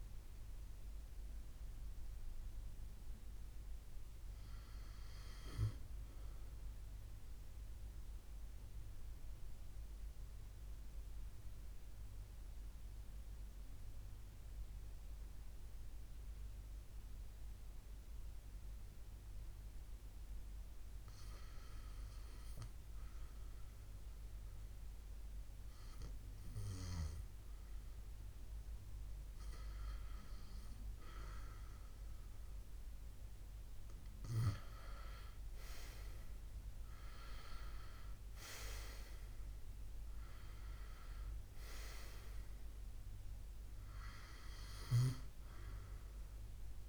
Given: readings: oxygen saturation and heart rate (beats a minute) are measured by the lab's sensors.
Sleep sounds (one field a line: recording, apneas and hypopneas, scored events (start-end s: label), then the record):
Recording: breathing in sleep by a room microphone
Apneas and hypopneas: 1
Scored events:
7.00-19.50 s: obstructive apnea (oxygen 97% before, 92% lowest, heart rate 75 before, 65 extreme, up 4 after)
9.50-17.50 s: oxygen desaturation (device-marked, oxygen 96% before, 93% lowest, heart rate 73 before, 65 extreme)
23.00-27.50 s: arousal
26.50-46.89 s: new sleep stage, N2 (light sleep)
From the record:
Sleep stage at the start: REM sleep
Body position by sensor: on the left side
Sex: male